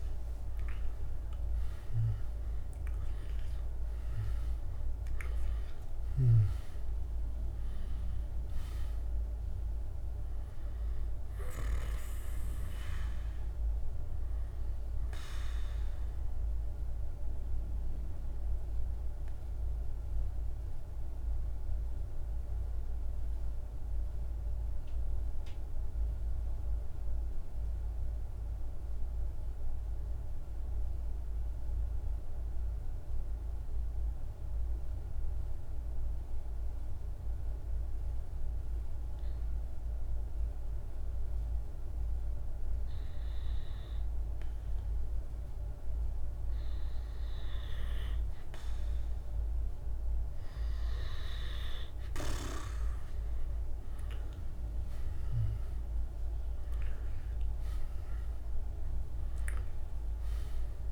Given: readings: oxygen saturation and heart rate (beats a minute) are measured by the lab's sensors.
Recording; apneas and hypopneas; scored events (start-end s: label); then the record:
breathing in sleep, hard to hear, by a room microphone; 1
0.00-2.50 s: arousal
0.00-24.50 s: oxygen desaturation (device-marked, oxygen 90% lowest, heart rate 47 extreme)
19.50-42.00 s: central apnea (oxygen 97% before, 90% lowest, heart rate 54 before, 47 extreme, up 1 after)
41.50-60.92 s: oxygen desaturation (device-marked, oxygen 99% before, 90% lowest, heart rate 48 before, 46 extreme)
54.00-59.00 s: arousal
From the record:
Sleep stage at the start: N2 (light sleep); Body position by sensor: on the back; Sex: male